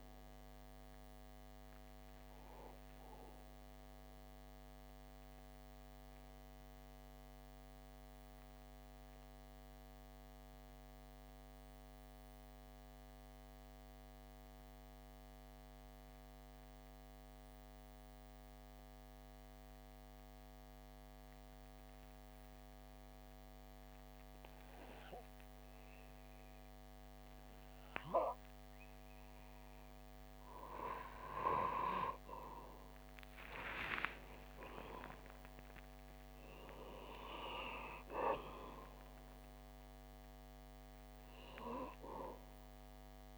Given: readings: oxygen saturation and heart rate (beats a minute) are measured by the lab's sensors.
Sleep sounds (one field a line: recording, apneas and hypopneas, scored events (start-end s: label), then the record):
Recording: breathing in sleep by a microphone on the trachea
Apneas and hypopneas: 1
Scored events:
0.00-12.00 s: oxygen desaturation (device-marked, oxygen 93% lowest)
2.00-29.00 s: obstructive apnea (oxygen 96% before, 93% lowest)
29.00-43.38 s: oxygen desaturation (device-marked, oxygen 97% before, 93% lowest)
30.50-34.00 s: arousal
From the record:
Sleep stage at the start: N2 (light sleep)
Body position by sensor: on the back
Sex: male